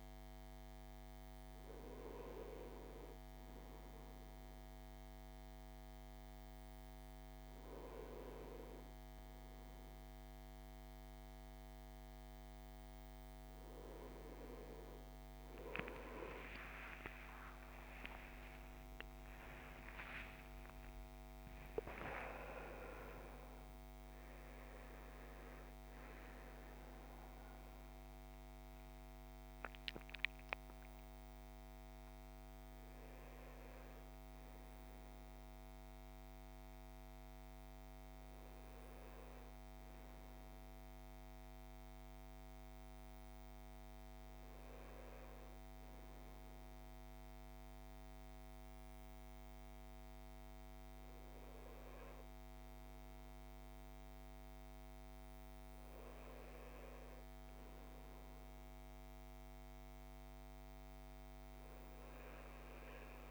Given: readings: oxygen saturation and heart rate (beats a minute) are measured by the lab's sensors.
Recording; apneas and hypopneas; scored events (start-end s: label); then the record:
a person partly awake in a sleep study, by a microphone on the trachea; none
5.50-35.50 s: new sleep stage, awake
35.50-63.31 s: new sleep stage, N1 (lightest sleep)
From the record:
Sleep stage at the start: N1 (lightest sleep); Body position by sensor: on the right side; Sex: male